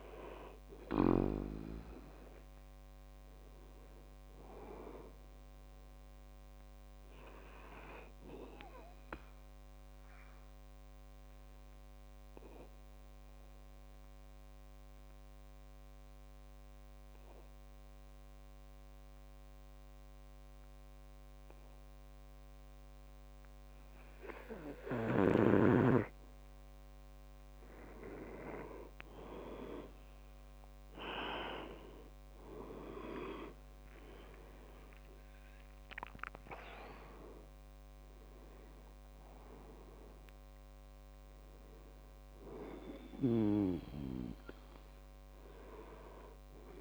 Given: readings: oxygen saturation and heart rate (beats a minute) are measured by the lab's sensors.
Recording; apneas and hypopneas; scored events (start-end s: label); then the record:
breathing in sleep by a microphone on the trachea; 1
0.00-6.00 s: oxygen desaturation (device-marked, oxygen 93% lowest, heart rate 63 extreme)
4.00-7.00 s: arousal
9.50-25.50 s: obstructive apnea (oxygen 99% before, 91% lowest, heart rate 68 before, 63 extreme, up 5 after)
27.50-31.50 s: arousal
29.00-46.81 s: oxygen desaturation (device-marked, oxygen 98% before, 91% lowest, heart rate 65 before, 62 extreme)
From the record:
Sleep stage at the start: N2 (light sleep); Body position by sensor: on the back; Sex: male